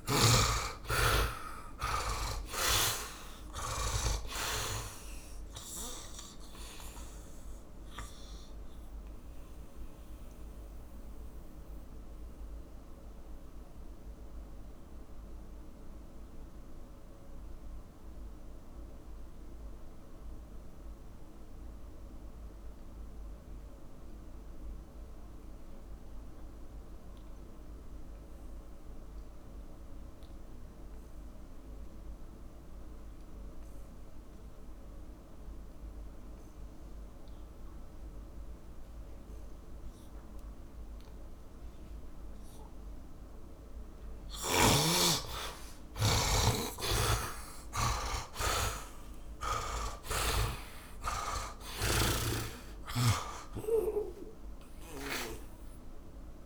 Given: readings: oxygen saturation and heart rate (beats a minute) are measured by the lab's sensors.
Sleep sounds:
breathing in sleep by a room microphone; 1
0.00-1.50 s: arousal
0.00-24.50 s: oxygen desaturation (device-marked, oxygen 71% lowest, heart rate 45 extreme)
6.00-44.00 s: mixed apnea (oxygen 100% before, 71% lowest, heart rate 54 before, 48 extreme, up 30 after)
34.50-56.46 s: oxygen desaturation (device-marked, oxygen 100% before, 71% lowest, heart rate 57 before, 44 extreme)
46.00-51.50 s: arousal
47.00-50.50 s: snoring (device-marked)
52.50-56.46 s: snoring (device-marked)
From the record:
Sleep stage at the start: N2 (light sleep); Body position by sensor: on the back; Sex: male

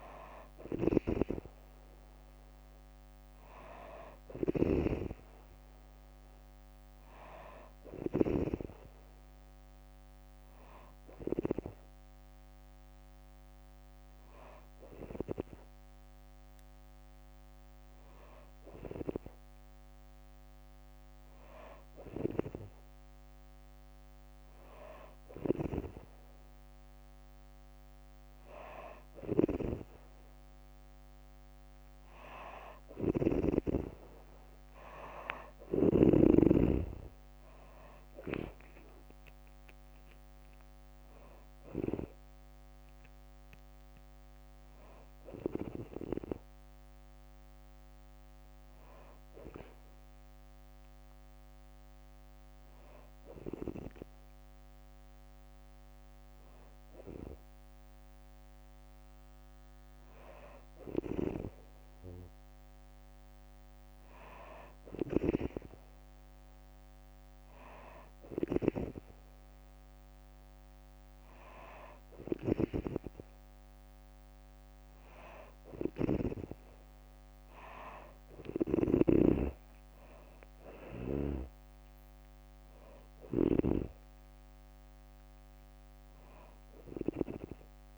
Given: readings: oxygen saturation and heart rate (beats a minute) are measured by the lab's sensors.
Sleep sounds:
breathing in sleep by a microphone on the trachea; none
0.00-3.00 s: arousal
0.00-8.00 s: snoring (device-marked)
7.50-15.50 s: oxygen desaturation (device-marked, oxygen 97% before, 93% lowest, heart rate 63 before, 64 extreme)
28.50-33.00 s: snoring (device-marked)
32.00-36.00 s: arousal
77.00-80.00 s: arousal
78.50-87.98 s: drop in pulse transit time (device-marked, heart rate 65 before, 64 extreme)
From the record:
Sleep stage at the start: N2 (light sleep); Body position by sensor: on the back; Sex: female

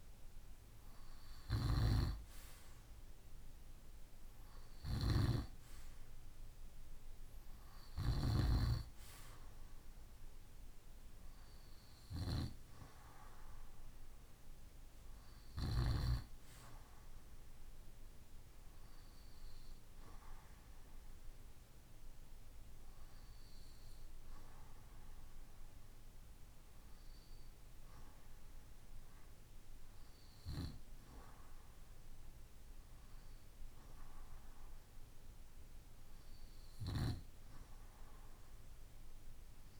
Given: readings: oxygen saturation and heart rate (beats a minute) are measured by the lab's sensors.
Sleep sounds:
breathing in sleep by a room microphone; none
0.00-7.50 s: snoring (device-marked)
From the record:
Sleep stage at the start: REM sleep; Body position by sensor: on the right side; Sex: male

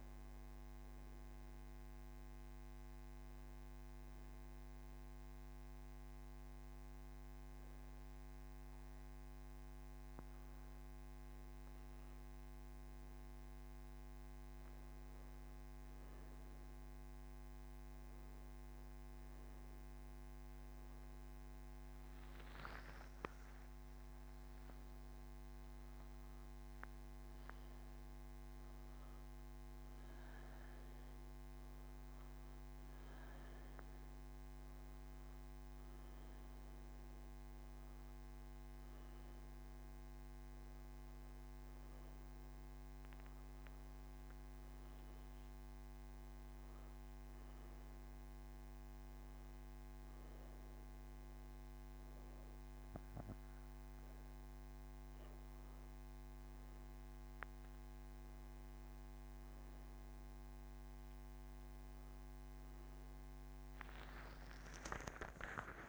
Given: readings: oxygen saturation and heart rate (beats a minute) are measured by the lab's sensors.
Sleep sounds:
breathing in sleep, hard to hear, by a microphone on the trachea; 1
0.50-11.50 s: hypopnea (oxygen 99% before, 95% lowest)
From the record:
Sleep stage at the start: N1 (lightest sleep); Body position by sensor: on the right side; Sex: female

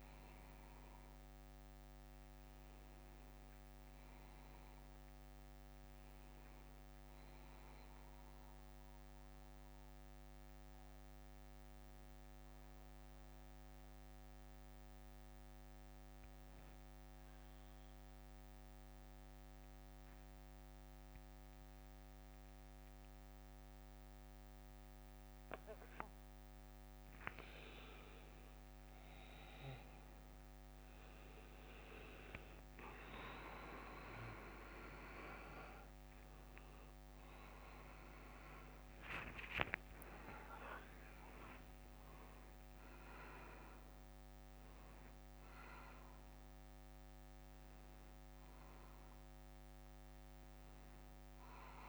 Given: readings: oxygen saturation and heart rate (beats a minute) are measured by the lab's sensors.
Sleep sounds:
breathing in sleep by a microphone on the trachea; 1
7.00-26.00 s: bradycardia (device-marked, heart rate 60 before, 50 extreme)
10.50-27.50 s: obstructive apnea (oxygen 96% before, 93% lowest, heart rate 67 before, 50 extreme, up 13 after)
38.50-43.50 s: arousal
From the record:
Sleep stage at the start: N2 (light sleep); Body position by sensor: on the back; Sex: male

